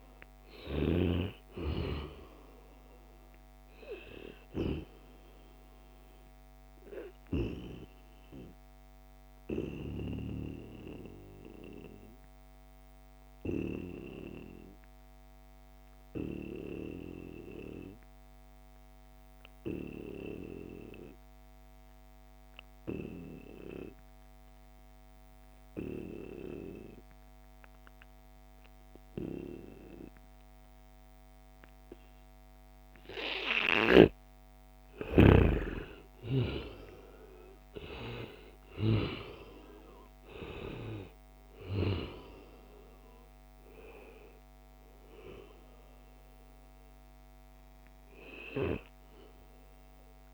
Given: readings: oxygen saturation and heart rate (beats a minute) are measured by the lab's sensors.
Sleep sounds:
breathing in sleep by a microphone on the trachea; 1
0.00-17.00 s: oxygen desaturation (device-marked, oxygen 92% lowest, heart rate 67 extreme)
5.50-32.50 s: obstructive apnea (oxygen 97% before, 90% lowest, heart rate 74 before, 67 extreme, up 7 after)
30.00-50.33 s: oxygen desaturation (device-marked, oxygen 96% before, 90% lowest, heart rate 70 before, 70 extreme)
34.50-38.50 s: arousal
From the record:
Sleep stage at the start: N2 (light sleep); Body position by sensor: on the back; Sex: male

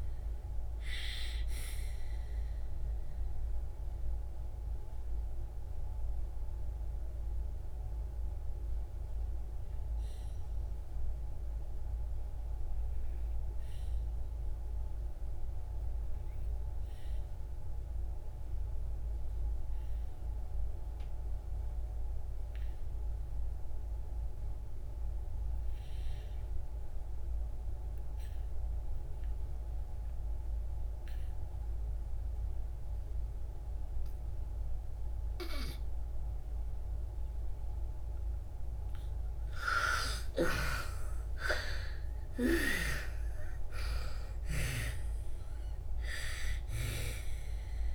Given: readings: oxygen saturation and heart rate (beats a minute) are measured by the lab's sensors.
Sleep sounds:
breathing in sleep by a room microphone; 1
0.00-19.50 s: oxygen desaturation (device-marked, oxygen 67% lowest, heart rate 53 extreme)
2.00-38.50 s: obstructive apnea (oxygen 98% before, 63% lowest, heart rate 80 before, 53 extreme, up 17 after)
28.50-47.95 s: oxygen desaturation (device-marked, oxygen 91% before, 63% lowest, heart rate 66 before, 53 extreme)
40.00-45.00 s: arousal
From the record:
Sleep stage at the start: REM sleep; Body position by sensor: on the back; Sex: female

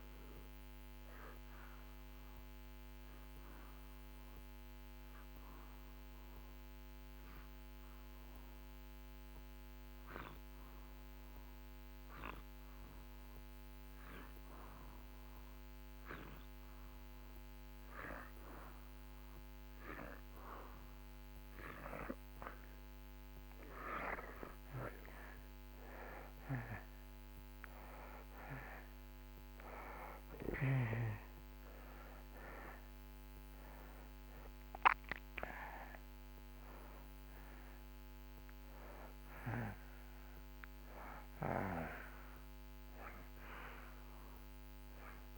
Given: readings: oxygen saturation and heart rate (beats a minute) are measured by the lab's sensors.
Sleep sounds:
breathing in sleep by a microphone on the trachea; 1
0.00-18.00 s: oxygen desaturation (device-marked, oxygen 84% lowest)
3.00-17.00 s: obstructive apnea (oxygen 94% before, 83% lowest)
20.00-25.00 s: arousal
26.00-45.38 s: oxygen desaturation (device-marked, oxygen 96% before, 83% lowest)
From the record:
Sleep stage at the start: N2 (light sleep); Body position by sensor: on the back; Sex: male

